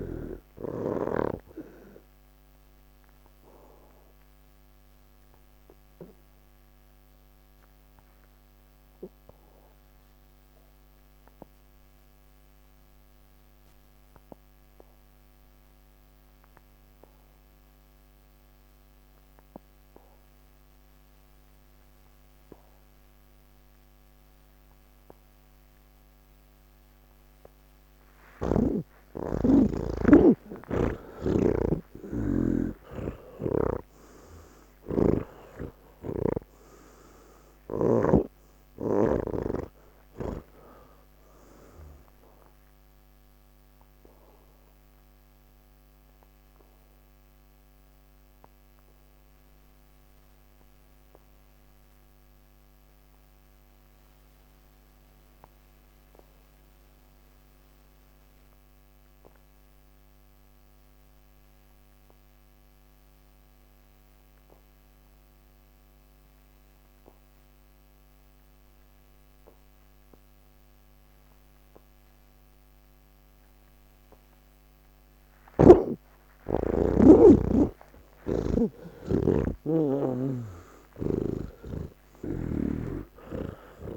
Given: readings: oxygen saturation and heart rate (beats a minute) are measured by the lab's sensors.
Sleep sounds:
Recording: breathing in sleep by a microphone on the trachea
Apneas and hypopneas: 2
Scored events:
0.00-22.00 s: oxygen desaturation (device-marked, oxygen 79% lowest, heart rate 38 extreme)
0.50-27.50 s: obstructive apnea (oxygen 98% before, 78% lowest, heart rate 79 before, 57 extreme)
36.00-39.50 s: snoring (device-marked)
41.50-74.00 s: obstructive apnea (oxygen 98% before, 78% lowest, heart rate 110 before, 78 extreme)
42.00-59.00 s: oxygen desaturation (device-marked, oxygen 89% before, 78% lowest, heart rate 111 before, 86 extreme)
61.00-83.96 s: oxygen desaturation (device-marked, oxygen 98% before, 78% lowest, heart rate 113 before, 66 extreme)
75.50-79.00 s: snoring (device-marked)
81.00-83.96 s: snoring (device-marked)
From the record:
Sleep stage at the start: N1 (lightest sleep)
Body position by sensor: on the back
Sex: male

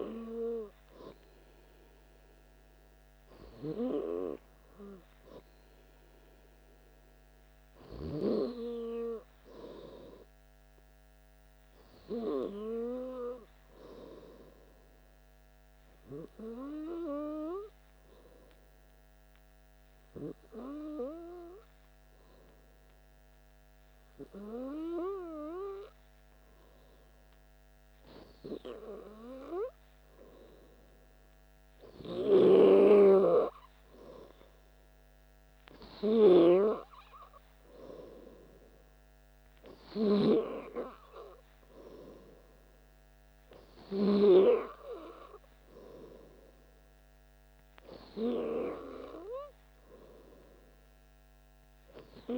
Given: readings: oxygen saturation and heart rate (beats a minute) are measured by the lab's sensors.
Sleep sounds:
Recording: breathing in sleep by a microphone on the trachea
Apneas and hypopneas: 1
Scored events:
16.50-28.50 s: hypopnea (oxygen 97% before, 93% lowest, heart rate 59 before, 60 extreme, up 1 after)
32.00-35.50 s: arousal
From the record:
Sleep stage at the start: N2 (light sleep)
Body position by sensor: on the back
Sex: male

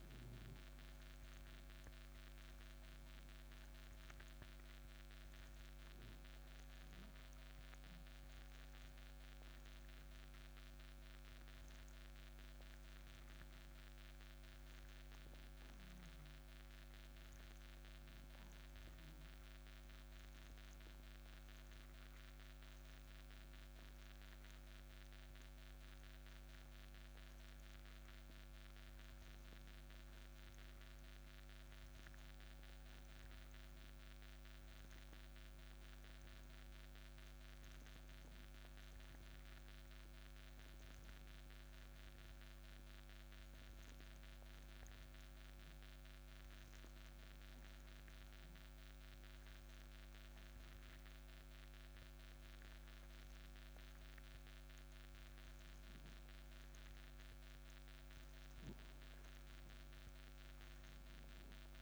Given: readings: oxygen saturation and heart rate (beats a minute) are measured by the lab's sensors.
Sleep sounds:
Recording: breathing in sleep, hard to hear, by a microphone on the trachea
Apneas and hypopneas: 1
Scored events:
8.50-26.50 s: oxygen desaturation (device-marked, oxygen 95% before, 92% lowest, heart rate 71 before, 64 extreme)
31.50-61.82 s: new sleep stage, N2 (light sleep)
34.50-38.50 s: arousal
46.00-57.00 s: hypopnea (oxygen 94% before, 91% lowest, heart rate 66 before, 63 extreme, up 3 after)
From the record:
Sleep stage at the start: N1 (lightest sleep)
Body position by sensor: on the back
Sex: male

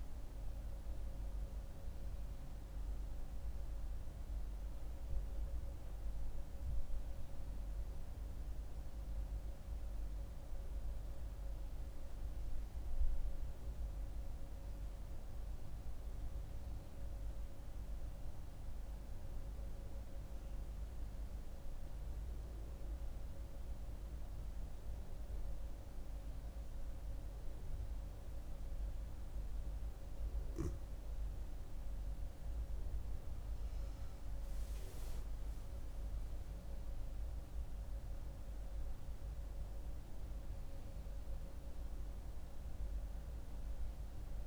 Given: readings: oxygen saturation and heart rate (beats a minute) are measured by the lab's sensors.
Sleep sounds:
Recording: breathing in sleep, hard to hear, by a room microphone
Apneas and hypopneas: 1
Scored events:
0.00-4.50 s: oxygen desaturation (device-marked, oxygen 92% lowest)
8.50-28.50 s: central apnea (oxygen 97% before, 91% lowest)
30.50-44.47 s: oxygen desaturation (device-marked, oxygen 97% before, 91% lowest)
32.50-37.00 s: arousal
From the record:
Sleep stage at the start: N2 (light sleep)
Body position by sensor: on the back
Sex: female

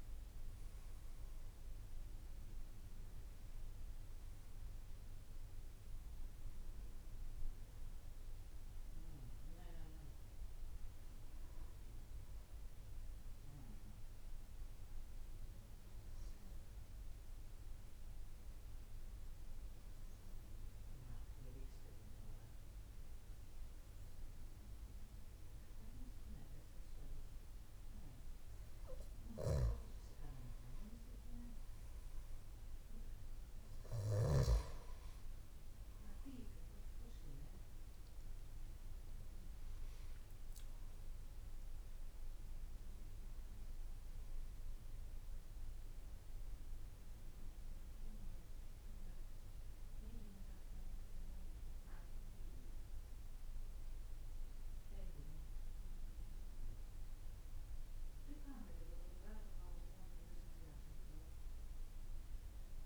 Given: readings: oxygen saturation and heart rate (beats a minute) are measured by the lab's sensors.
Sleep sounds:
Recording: breathing in sleep by a room microphone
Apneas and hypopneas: 1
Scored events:
1.00-23.00 s: oxygen desaturation (device-marked, oxygen 96% before, 92% lowest, heart rate 58 before, 55 extreme)
15.50-30.00 s: obstructive apnea (oxygen 96% before, 92% lowest, heart rate 61 before, 55 extreme, up 7 after)
37.00-41.50 s: arousal
40.00-62.86 s: oxygen desaturation (device-marked, oxygen 97% before, 93% lowest, heart rate 58 before, 55 extreme)
From the record:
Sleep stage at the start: N2 (light sleep)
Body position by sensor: on the back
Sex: male

